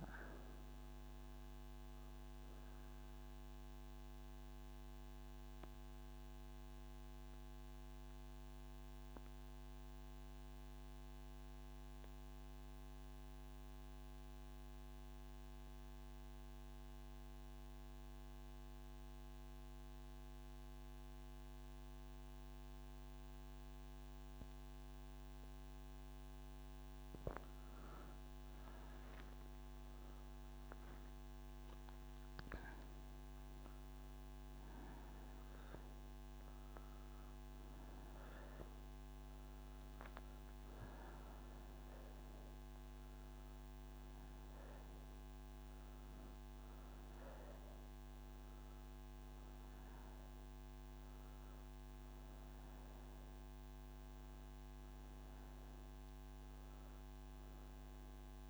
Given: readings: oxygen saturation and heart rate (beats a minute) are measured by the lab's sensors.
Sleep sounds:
breathing in sleep, hard to hear, by a microphone on the trachea; none
0.00-3.50 s: oxygen desaturation (device-marked, oxygen 94% lowest, heart rate 150 extreme)
34.50-50.50 s: oxygen desaturation (device-marked, oxygen 97% before, 93% lowest, heart rate 176 before, 126 extreme)
From the record:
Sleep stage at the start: N1 (lightest sleep); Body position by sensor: on the right side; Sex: female

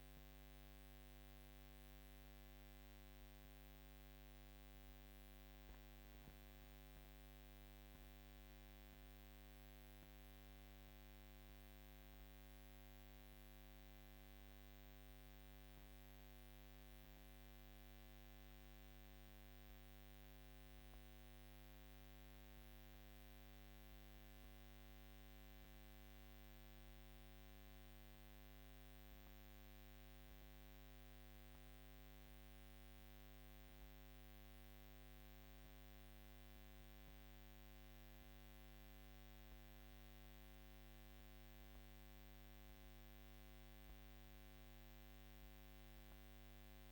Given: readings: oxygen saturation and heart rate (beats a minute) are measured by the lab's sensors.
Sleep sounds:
breathing in sleep, hard to hear, by a microphone on the trachea; none
none scored
From the record:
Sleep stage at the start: N2 (light sleep); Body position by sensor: on the back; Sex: female

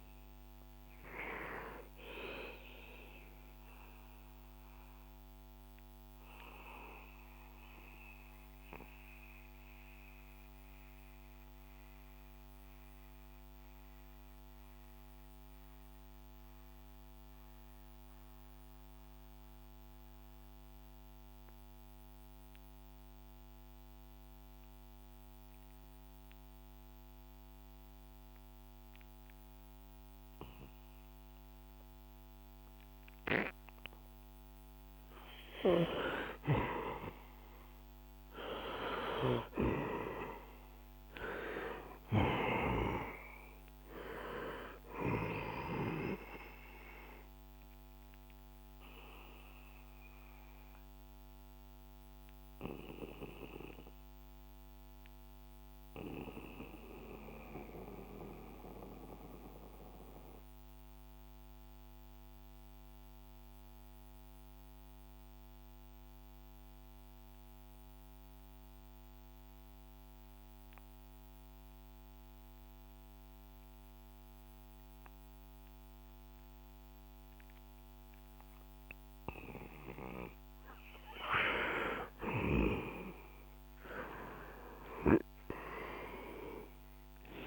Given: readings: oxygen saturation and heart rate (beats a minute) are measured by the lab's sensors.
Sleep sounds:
breathing in sleep by a microphone on the trachea; 2
0.00-21.00 s: oxygen desaturation (device-marked, oxygen 90% lowest, heart rate 61 extreme)
2.50-34.00 s: mixed apnea (oxygen 98% before, 89% lowest, heart rate 67 before, 61 extreme, up 3 after)
33.00-65.00 s: oxygen desaturation (device-marked, oxygen 99% before, 89% lowest, heart rate 65 before, 61 extreme)
37.50-41.50 s: arousal
46.00-80.00 s: mixed apnea (oxygen 99% before, 89% lowest, heart rate 65 before, 57 extreme, up 6 after)
82.00-87.47 s: oxygen desaturation (device-marked, oxygen 98% before, 89% lowest, heart rate 65 before, 57 extreme)
82.50-86.50 s: arousal
From the record:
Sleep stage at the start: N2 (light sleep); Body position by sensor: on the back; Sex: male

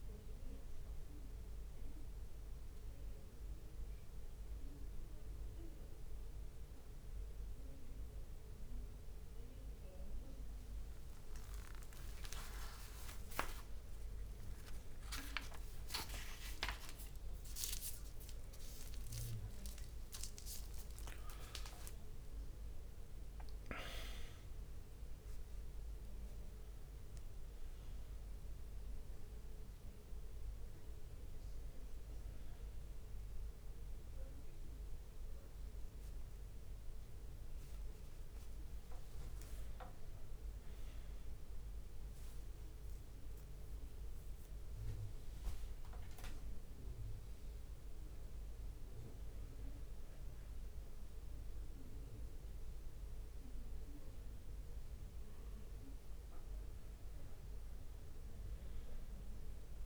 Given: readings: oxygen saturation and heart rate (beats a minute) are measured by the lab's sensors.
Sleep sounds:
a person awake in a sleep study, by a room microphone; none
0.00-9.50 s: leg movement (device-marked)
10.50-20.50 s: leg movement (device-marked)
11.00-24.00 s: tachycardia (device-marked, heart rate 67 before, 180 extreme)
11.00-25.00 s: drop in pulse transit time (device-marked, heart rate 64 before, 65 extreme)
15.00-17.00 s: long interval between heartbeats (device-marked, heart rate 68 before, 127 extreme)
18.50-20.50 s: long interval between heartbeats (device-marked, heart rate 80 before, 180 extreme)
21.00-23.50 s: leg movement (device-marked)
21.50-23.50 s: long interval between heartbeats (device-marked, heart rate 97 before, 171 extreme)
26.50-32.00 s: leg movement (device-marked)
34.50-36.50 s: leg movement (device-marked)
39.00-42.50 s: leg movement (device-marked)
43.50-49.50 s: leg movement (device-marked)
52.00-57.50 s: leg movement (device-marked)
From the record:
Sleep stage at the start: awake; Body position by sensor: on the back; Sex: male

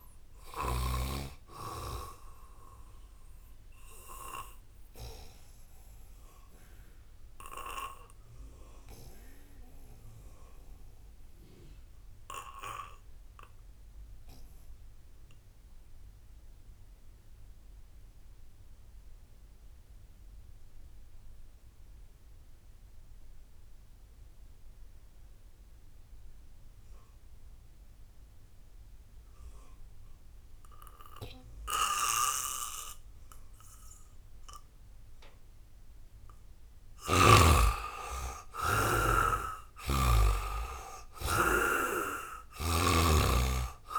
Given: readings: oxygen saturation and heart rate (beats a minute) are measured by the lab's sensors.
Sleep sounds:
breathing in sleep by a room microphone; 1
0.00-14.00 s: oxygen desaturation (device-marked, oxygen 72% lowest, heart rate 64 extreme)
2.50-36.50 s: obstructive apnea (oxygen 98% before, 72% lowest, heart rate 73 before, 70 extreme, up 6 after)
27.00-43.99 s: oxygen desaturation (device-marked, oxygen 98% before, 73% lowest, heart rate 77 before, 60 extreme)
36.50-40.00 s: snoring (device-marked)
38.00-42.50 s: arousal
From the record:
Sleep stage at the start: N2 (light sleep); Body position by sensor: on the back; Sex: male

